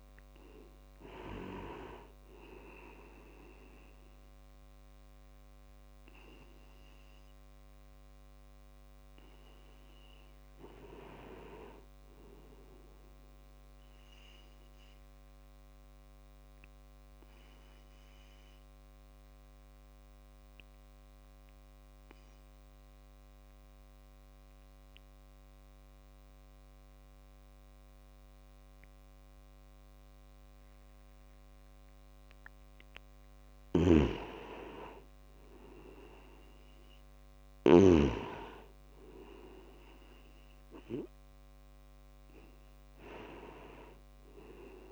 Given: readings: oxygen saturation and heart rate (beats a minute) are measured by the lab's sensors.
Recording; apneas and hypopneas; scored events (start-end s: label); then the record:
breathing in sleep by a microphone on the trachea; 1
0.00-17.00 s: oxygen desaturation (device-marked, oxygen 90% lowest, heart rate 53 extreme)
14.50-32.00 s: obstructive apnea (oxygen 97% before, 90% lowest, heart rate 78 before, 53 extreme, up 11 after)
33.50-37.50 s: arousal
33.50-38.00 s: snoring (device-marked)
36.00-44.92 s: oxygen desaturation (device-marked, oxygen 97% before, 90% lowest, heart rate 55 before, 52 extreme)
From the record:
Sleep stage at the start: N2 (light sleep); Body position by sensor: on the back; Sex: male